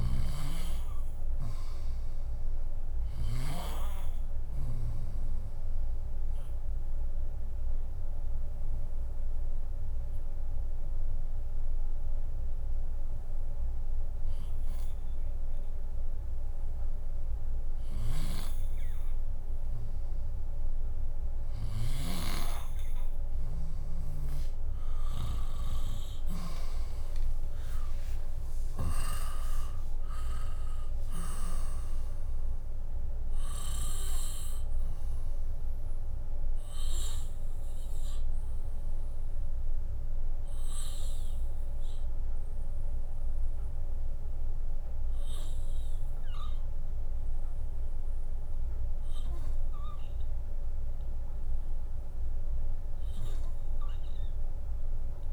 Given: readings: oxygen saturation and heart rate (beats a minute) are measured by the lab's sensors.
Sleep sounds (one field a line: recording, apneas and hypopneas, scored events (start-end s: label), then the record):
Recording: breathing in sleep by a room microphone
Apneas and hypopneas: 1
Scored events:
0.00-1.50 s: bradycardia (device-marked, heart rate 54 extreme)
0.00-4.50 s: snoring (device-marked)
7.50-16.50 s: drop in pulse transit time (device-marked, heart rate 57 before, 63 extreme)
17.50-26.00 s: snoring (device-marked)
19.50-23.50 s: bradycardia (device-marked, heart rate 67 before, 58 extreme)
26.00-30.00 s: arousal
28.50-40.50 s: drop in pulse transit time (device-marked, heart rate 65 before, 73 extreme)
40.00-50.50 s: hypopnea (oxygen 98% before, 96% lowest, heart rate 73 before, 54 extreme)
49.50-55.33 s: bradycardia (device-marked, heart rate 68 before, 54 extreme)
53.50-55.33 s: arousal
From the record:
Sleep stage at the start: N2 (light sleep)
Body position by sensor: on the left side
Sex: female